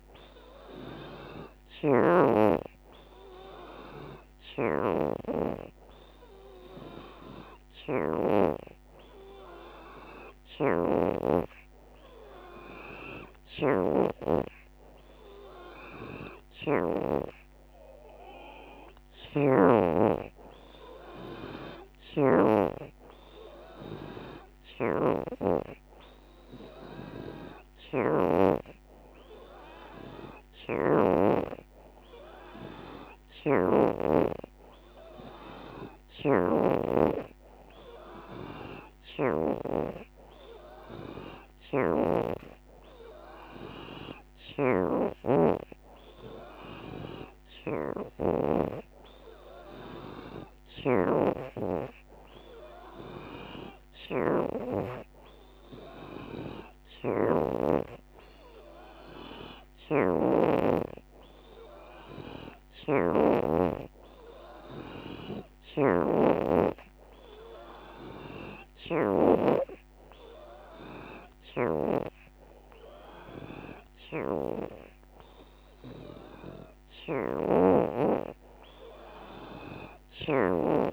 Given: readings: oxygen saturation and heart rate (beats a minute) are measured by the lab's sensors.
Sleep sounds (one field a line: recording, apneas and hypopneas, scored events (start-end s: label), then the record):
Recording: breathing in sleep by a microphone on the trachea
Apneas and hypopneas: none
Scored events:
16.50-18.50 s: long interval between heartbeats (device-marked, heart rate 92 before, 88 extreme)
56.50-58.50 s: long interval between heartbeats (device-marked, heart rate 91 before, 90 extreme)
73.00-80.93 s: oxygen desaturation (device-marked, oxygen 77% before, 74% lowest, heart rate 91 before, 88 extreme)
From the record:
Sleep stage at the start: N3 (deep sleep)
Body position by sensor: on the back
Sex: female